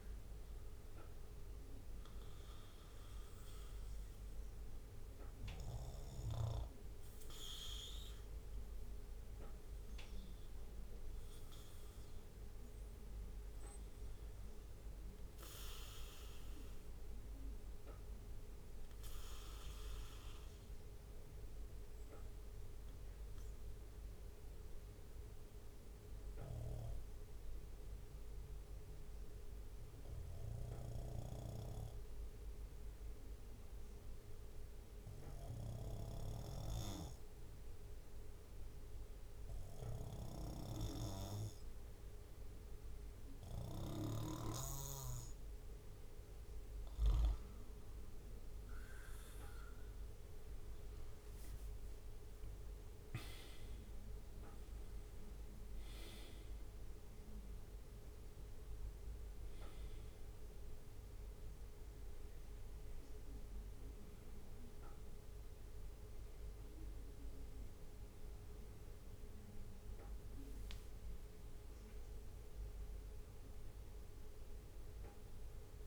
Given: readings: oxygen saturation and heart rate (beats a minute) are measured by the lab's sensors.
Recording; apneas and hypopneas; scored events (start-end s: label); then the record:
breathing in sleep by a room microphone; 1
4.00-9.00 s: bradycardia (device-marked, heart rate 59 before, 59 extreme)
9.50-13.00 s: arousal
14.00-37.00 s: bradycardia (device-marked, heart rate 59 before, 58 extreme)
16.50-44.50 s: obstructive apnea (oxygen 97% before, 96% lowest, heart rate 60 before, 57 extreme, up 2 after)
47.00-50.00 s: arousal
60.00-75.87 s: bradycardia (device-marked, heart rate 59 before, 56 extreme)
From the record:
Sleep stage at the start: N2 (light sleep); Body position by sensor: on the back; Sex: male